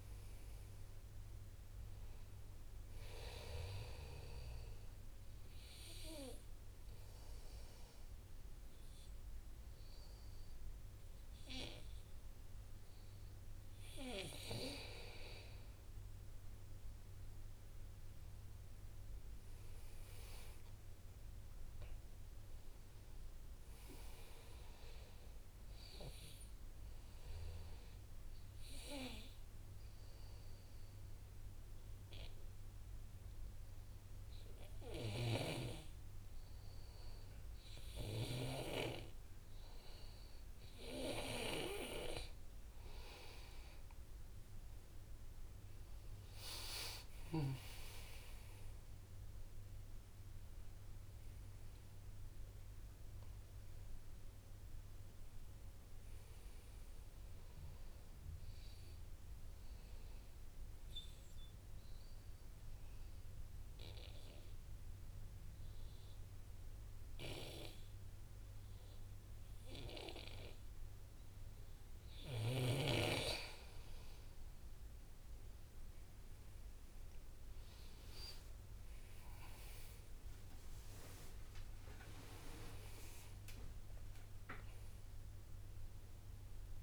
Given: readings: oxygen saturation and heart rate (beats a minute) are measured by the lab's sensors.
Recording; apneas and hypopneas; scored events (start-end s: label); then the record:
breathing in sleep by a room microphone; 3
0.00-2.00 s: arousal
4.50-15.50 s: obstructive apnea (oxygen 99% before, 93% lowest, heart rate 62 before, 59 extreme, up 8 after)
6.00-17.00 s: oxygen desaturation (device-marked, oxygen 99% before, 95% lowest, heart rate 62 before, 59 extreme)
17.50-21.50 s: arousal
27.00-41.50 s: obstructive apnea (oxygen 99% before, 92% lowest, heart rate 63 before, 58 extreme, up 6 after)
43.50-47.50 s: arousal
48.00-73.00 s: oxygen desaturation (device-marked, oxygen 98% before, 93% lowest, heart rate 62 before, 58 extreme)
59.00-73.00 s: obstructive apnea (oxygen 98% before, 92% lowest, heart rate 65 before, 60 extreme, up 5 after)
75.00-79.50 s: arousal
80.00-86.82 s: oxygen desaturation (device-marked, oxygen 99% before, 92% lowest, heart rate 62 before, 59 extreme)
From the record:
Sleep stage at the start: N2 (light sleep); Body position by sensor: on the back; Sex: male